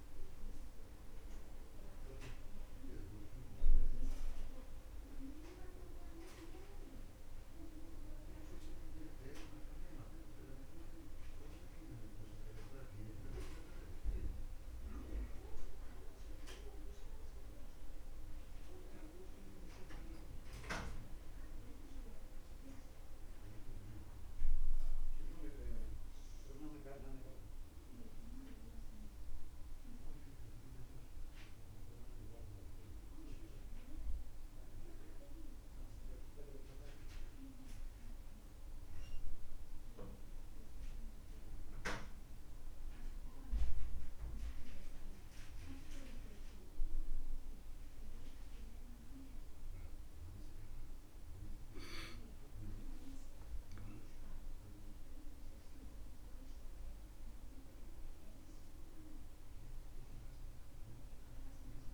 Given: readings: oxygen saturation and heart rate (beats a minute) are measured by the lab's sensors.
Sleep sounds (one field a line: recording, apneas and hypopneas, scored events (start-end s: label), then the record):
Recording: a person awake in a sleep study, by a room microphone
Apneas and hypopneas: none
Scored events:
30.00-61.94 s: new sleep stage, awake
From the record:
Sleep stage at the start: N2 (light sleep)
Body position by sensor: on the back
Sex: male